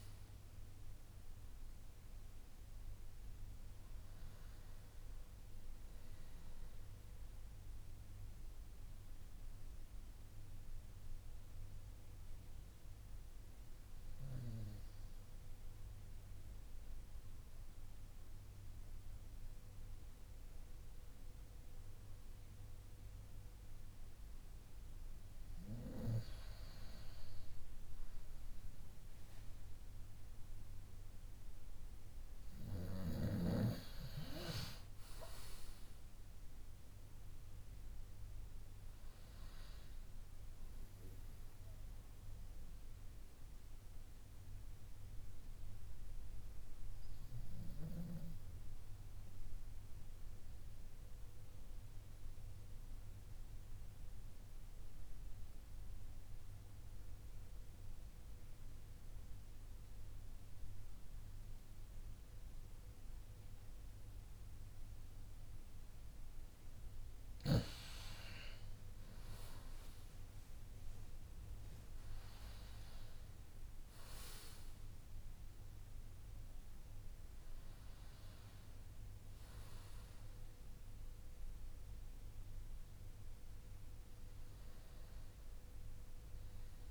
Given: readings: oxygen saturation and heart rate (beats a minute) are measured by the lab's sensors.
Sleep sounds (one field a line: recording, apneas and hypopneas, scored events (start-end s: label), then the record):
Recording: breathing in sleep by a room microphone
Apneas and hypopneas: 2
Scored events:
6.00-25.00 s: hypopnea (oxygen 96% before, 93% lowest)
17.50-86.91 s: new sleep stage, N2 (light sleep)
27.00-32.00 s: arousal
43.00-65.50 s: central apnea (oxygen 96% before, 92% lowest)
68.00-73.50 s: arousal
From the record:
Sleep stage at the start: N1 (lightest sleep)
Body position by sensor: on the back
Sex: male